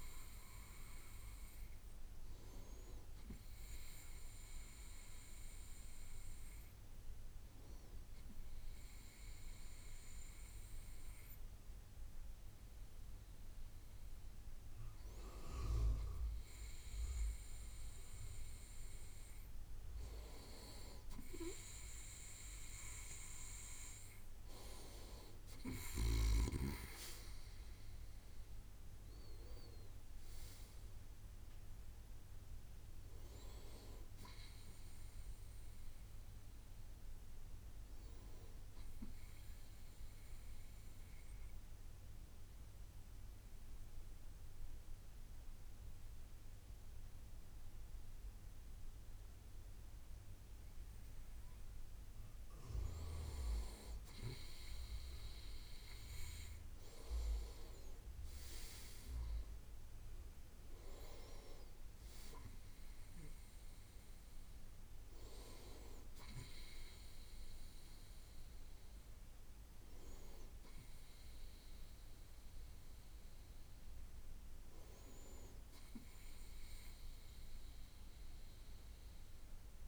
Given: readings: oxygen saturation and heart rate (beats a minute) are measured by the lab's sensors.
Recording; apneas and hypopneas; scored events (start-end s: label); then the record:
breathing in sleep by a room microphone; 1
39.50-52.50 s: obstructive apnea (oxygen 98% before, 97% lowest, heart rate 68 before, 63 extreme, up 7 after)
54.50-58.50 s: arousal
From the record:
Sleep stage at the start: N2 (light sleep); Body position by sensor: on the right side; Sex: male